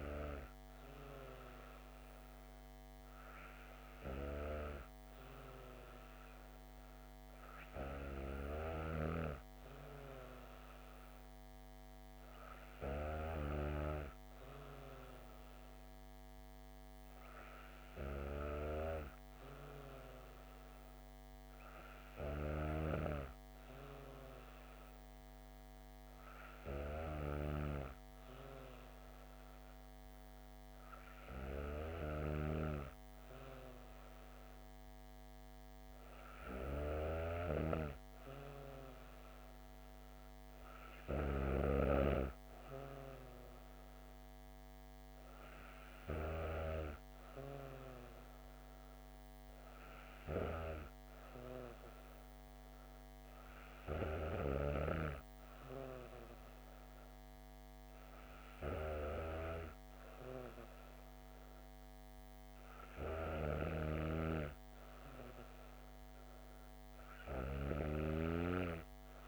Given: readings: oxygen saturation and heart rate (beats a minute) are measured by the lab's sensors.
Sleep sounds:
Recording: breathing in sleep by a microphone on the trachea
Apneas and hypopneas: none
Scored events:
64.00-68.50 s: snoring (device-marked)
From the record:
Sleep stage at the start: N2 (light sleep)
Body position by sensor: on the back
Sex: female

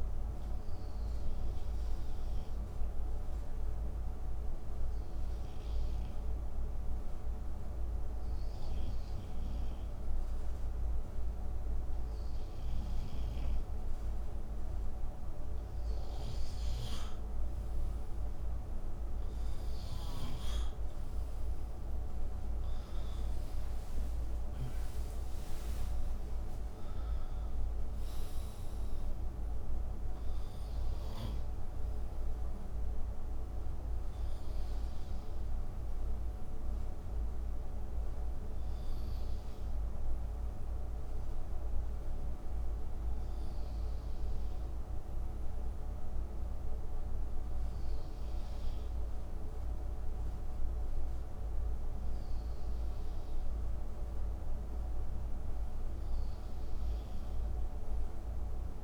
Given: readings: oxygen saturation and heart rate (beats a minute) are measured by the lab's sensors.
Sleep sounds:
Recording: breathing in sleep, hard to hear, by a room microphone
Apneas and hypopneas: none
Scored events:
22.00-26.50 s: arousal
From the record:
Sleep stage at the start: REM sleep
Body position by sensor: on the right side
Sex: male

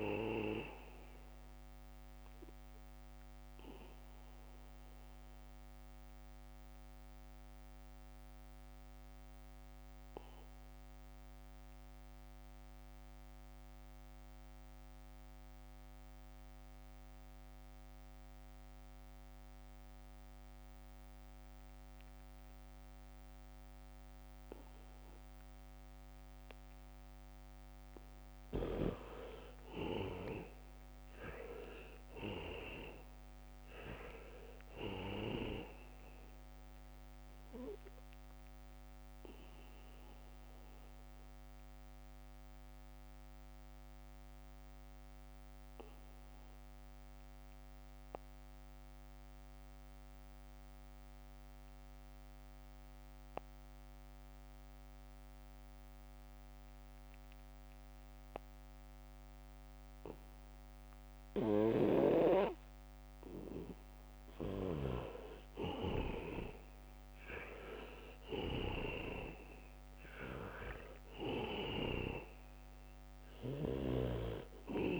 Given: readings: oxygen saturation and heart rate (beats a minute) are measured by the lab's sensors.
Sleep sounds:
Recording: breathing in sleep by a microphone on the trachea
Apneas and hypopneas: 2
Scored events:
0.00-18.50 s: oxygen desaturation (device-marked, oxygen 78% lowest, heart rate 64 extreme)
2.00-5.00 s: leg movement (device-marked)
4.50-26.50 s: obstructive apnea (oxygen 99% before, 78% lowest, heart rate 67 before, 64 extreme, up 0 after)
24.50-53.50 s: oxygen desaturation (device-marked, oxygen 98% before, 79% lowest, heart rate 72 before, 64 extreme)
26.50-30.50 s: leg movement (device-marked)
28.50-32.00 s: arousal
39.50-64.00 s: obstructive apnea (oxygen 98% before, 78% lowest, heart rate 68 before, 66 extreme, up 3 after)
61.50-74.99 s: oxygen desaturation (device-marked, oxygen 98% before, 79% lowest, heart rate 70 before, 64 extreme)
64.50-66.50 s: long interval between heartbeats (device-marked, heart rate 70 before, 66 extreme)
66.50-71.00 s: arousal
From the record:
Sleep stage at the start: N2 (light sleep)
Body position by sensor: on the back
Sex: male

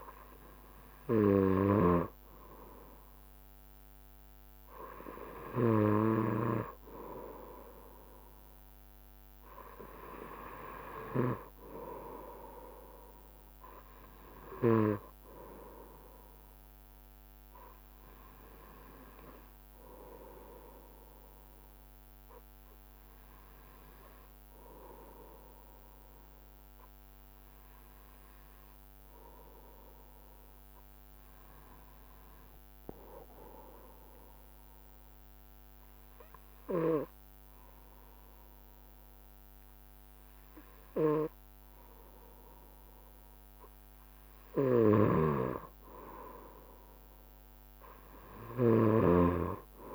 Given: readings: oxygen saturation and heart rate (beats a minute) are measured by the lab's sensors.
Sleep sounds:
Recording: breathing in sleep by a microphone on the trachea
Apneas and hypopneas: 1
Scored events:
16.50-43.50 s: obstructive apnea (oxygen 95% before, 94% lowest, heart rate 69 before, 66 extreme, up 4 after)
45.00-49.95 s: snoring (device-marked)
46.00-49.00 s: arousal
From the record:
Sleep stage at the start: N2 (light sleep)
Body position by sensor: on the right side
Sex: male

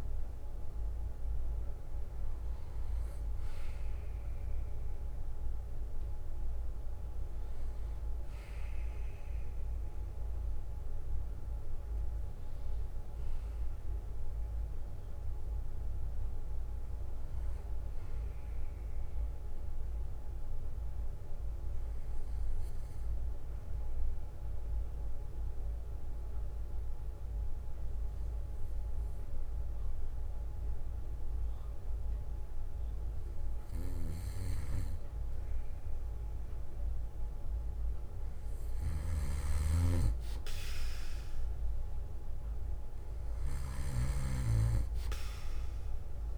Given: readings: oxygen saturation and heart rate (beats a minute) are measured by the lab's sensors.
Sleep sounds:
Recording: breathing in sleep by a room microphone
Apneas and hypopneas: 1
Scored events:
22.50-34.50 s: obstructive apnea (oxygen 97% before, 94% lowest, heart rate 66 before, 58 extreme, up 8 after)
24.00-26.00 s: bradycardia (device-marked, heart rate 61 before, 64 extreme)
27.00-29.00 s: bradycardia (device-marked, heart rate 61 before, 58 extreme)
36.50-40.00 s: arousal
From the record:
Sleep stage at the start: N2 (light sleep)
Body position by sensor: on the back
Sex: male

